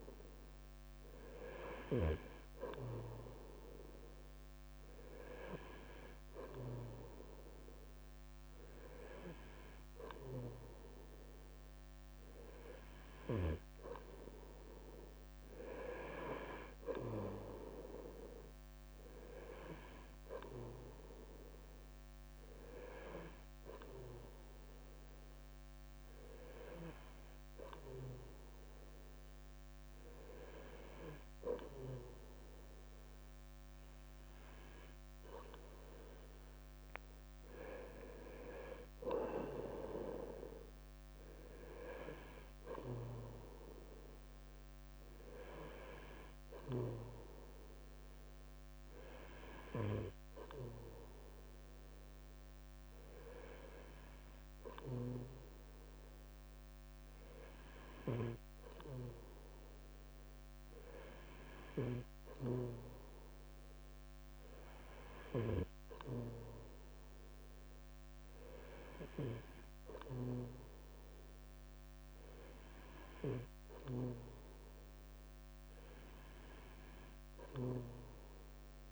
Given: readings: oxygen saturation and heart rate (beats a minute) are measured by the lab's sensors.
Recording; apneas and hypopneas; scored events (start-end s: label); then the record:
breathing in sleep by a microphone on the trachea; none
0.00-78.91 s: bradycardia (device-marked, heart rate 47 extreme)
17.00-33.00 s: oxygen desaturation (device-marked, oxygen 96% before, 93% lowest, heart rate 50 before, 49 extreme)
From the record:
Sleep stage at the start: N3 (deep sleep); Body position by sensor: on the right side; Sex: male